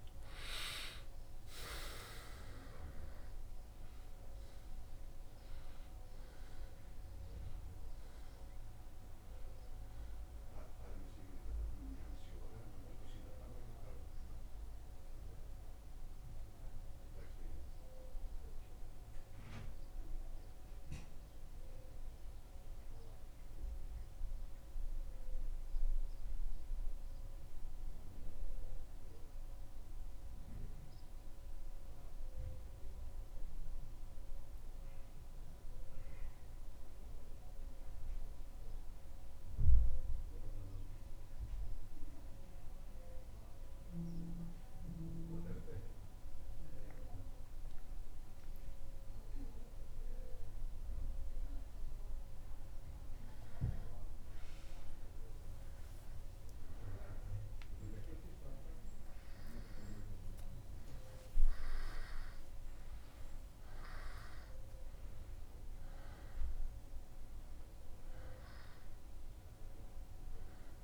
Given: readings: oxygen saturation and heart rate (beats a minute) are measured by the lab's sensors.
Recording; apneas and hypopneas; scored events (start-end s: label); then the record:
breathing in sleep by a room microphone; 1
0.00-2.00 s: arousal
17.00-49.00 s: central apnea (oxygen 96% before, 93% lowest, heart rate 76 before, 71 extreme, up 6 after)
55.50-61.00 s: arousal
From the record:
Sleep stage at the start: N2 (light sleep); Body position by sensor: on the back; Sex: male